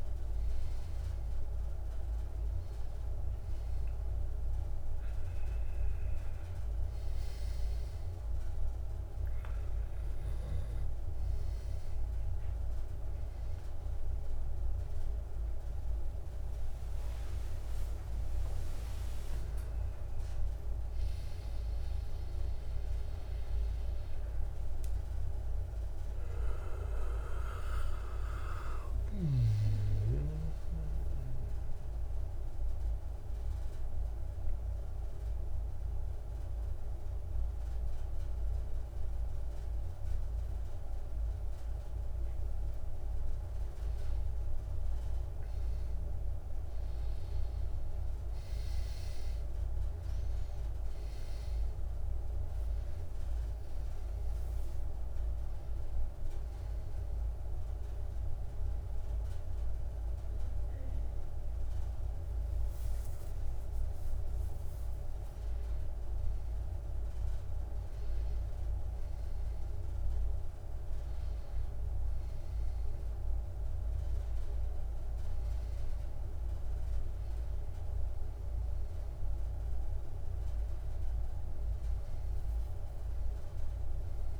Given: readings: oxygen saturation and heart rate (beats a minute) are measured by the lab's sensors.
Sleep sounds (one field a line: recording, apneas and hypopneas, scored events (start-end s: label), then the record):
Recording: a person awake in a sleep study, hard to hear, by a room microphone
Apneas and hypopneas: none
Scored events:
6.50-84.40 s: new sleep stage, awake
56.50-68.50 s: oxygen desaturation (device-marked, oxygen 98% before, 92% lowest, heart rate 87 before, 81 extreme)
74.50-84.40 s: oxygen desaturation (device-marked, oxygen 98% before, 95% lowest, heart rate 90 before, 86 extreme)
From the record:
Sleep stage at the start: N2 (light sleep)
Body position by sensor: on the back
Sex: male